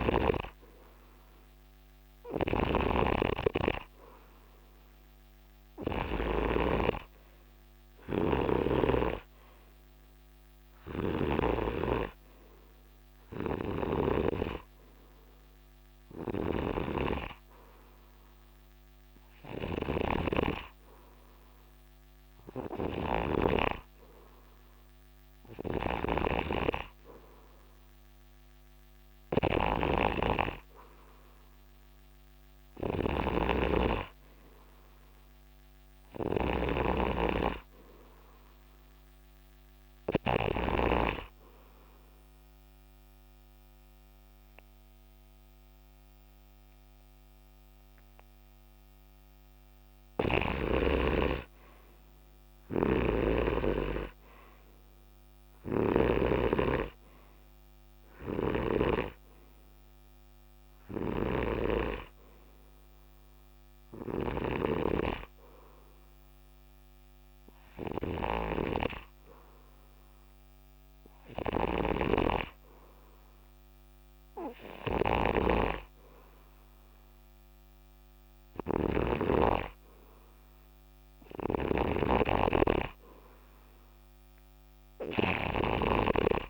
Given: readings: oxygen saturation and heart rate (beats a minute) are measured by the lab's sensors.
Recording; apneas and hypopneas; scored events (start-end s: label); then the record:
breathing in sleep by a microphone on the trachea; 3
0.00-7.00 s: snoring (device-marked)
14.00-41.00 s: snoring (device-marked)
17.00-27.00 s: hypopnea (oxygen 94% before, 88% lowest, heart rate 81 before, 77 extreme, up 4 after)
30.50-35.00 s: arousal
42.50-52.50 s: obstructive apnea (oxygen 91% before, 88% lowest, heart rate 79 before, 71 extreme, up 6 after)
50.50-57.00 s: snoring (device-marked)
55.00-58.00 s: arousal
61.50-86.50 s: snoring (device-marked)
65.00-76.00 s: hypopnea (oxygen 92% before, 88% lowest, heart rate 79 before, 71 extreme, up 10 after)
80.00-83.50 s: arousal
From the record:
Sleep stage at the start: N2 (light sleep); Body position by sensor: on the right side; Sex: male